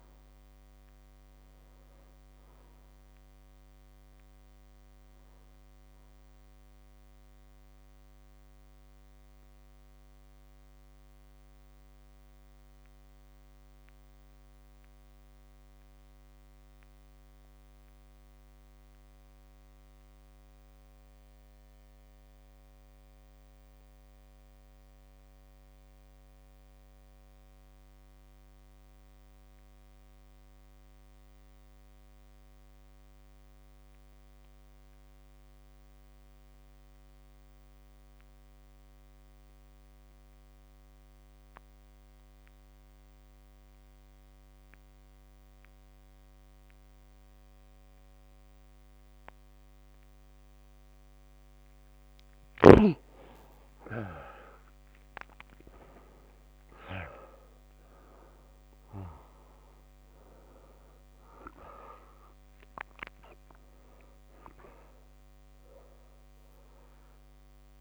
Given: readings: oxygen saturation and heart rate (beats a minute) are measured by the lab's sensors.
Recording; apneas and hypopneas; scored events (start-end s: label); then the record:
breathing in sleep by a microphone on the trachea; 1
0.00-22.50 s: oxygen desaturation (device-marked, oxygen 90% lowest)
8.50-50.50 s: mixed apnea (oxygen 99% before, 83% lowest)
31.00-33.00 s: long interval between heartbeats (device-marked)
43.50-67.81 s: oxygen desaturation (device-marked, oxygen 100% before, 83% lowest)
53.00-57.50 s: arousal
From the record:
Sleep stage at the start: REM sleep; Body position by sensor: on the back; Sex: male